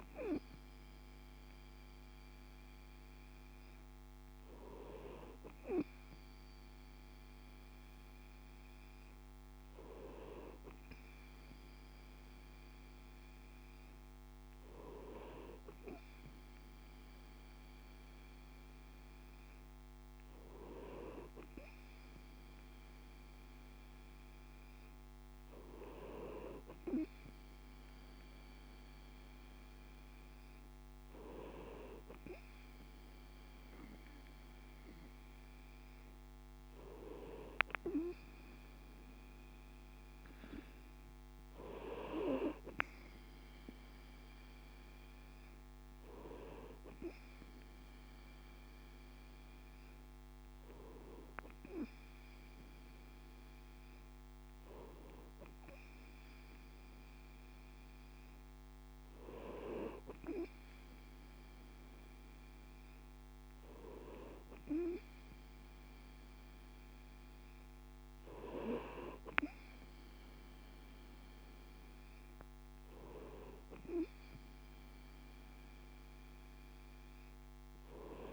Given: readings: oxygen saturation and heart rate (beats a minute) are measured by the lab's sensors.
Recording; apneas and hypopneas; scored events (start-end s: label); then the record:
breathing in sleep by a microphone on the trachea; none
none scored
From the record:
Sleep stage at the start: N2 (light sleep); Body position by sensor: on the right side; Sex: male